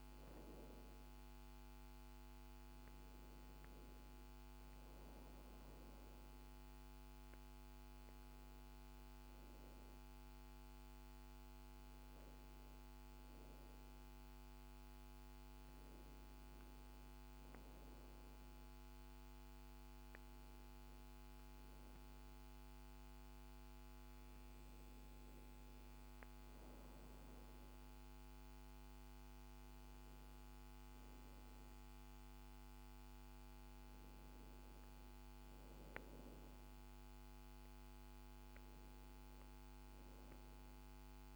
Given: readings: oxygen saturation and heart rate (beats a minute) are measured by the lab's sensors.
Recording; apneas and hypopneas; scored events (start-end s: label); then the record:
breathing in sleep, hard to hear, by a microphone on the trachea; none
none scored
From the record:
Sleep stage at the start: N1 (lightest sleep); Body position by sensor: on the back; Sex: female